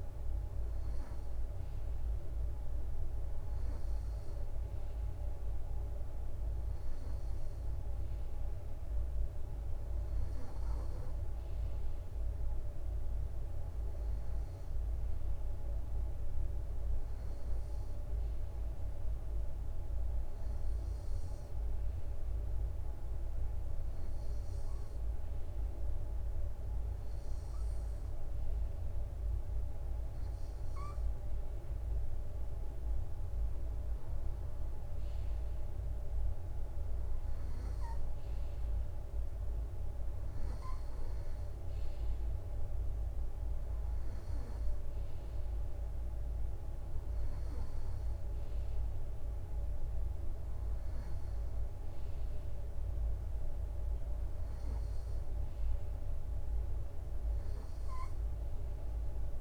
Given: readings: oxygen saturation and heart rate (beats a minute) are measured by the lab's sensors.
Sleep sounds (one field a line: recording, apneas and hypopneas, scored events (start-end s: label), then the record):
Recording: breathing in sleep, hard to hear, by a room microphone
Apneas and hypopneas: none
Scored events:
none scored
From the record:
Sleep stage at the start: N2 (light sleep)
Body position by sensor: on the right side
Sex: male